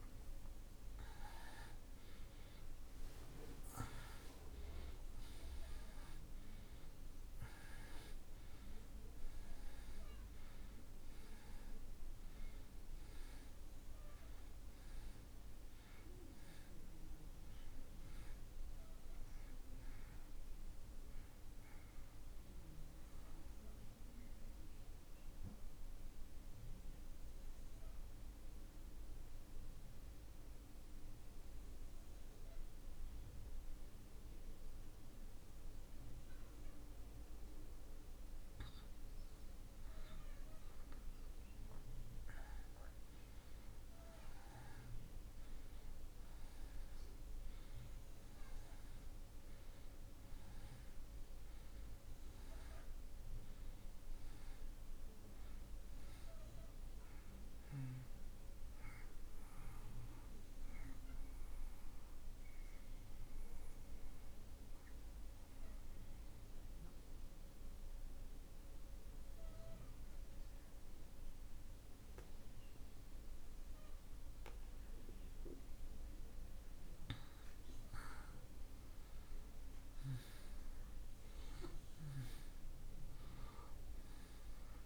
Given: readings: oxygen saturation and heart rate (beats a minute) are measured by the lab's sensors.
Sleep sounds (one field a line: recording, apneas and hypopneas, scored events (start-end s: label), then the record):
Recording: breathing in sleep, hard to hear, by a room microphone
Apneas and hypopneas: 2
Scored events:
0.00-1.50 s: arousal
4.50-30.50 s: oxygen desaturation (device-marked, oxygen 95% before, 78% lowest)
24.00-37.00 s: obstructive apnea (oxygen 96% before, 80% lowest)
48.50-71.50 s: oxygen desaturation (device-marked, oxygen 97% before, 83% lowest)
62.50-76.50 s: obstructive apnea (oxygen 97% before, 84% lowest)
79.50-82.50 s: arousal
From the record:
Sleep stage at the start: N2 (light sleep)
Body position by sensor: on the back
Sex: male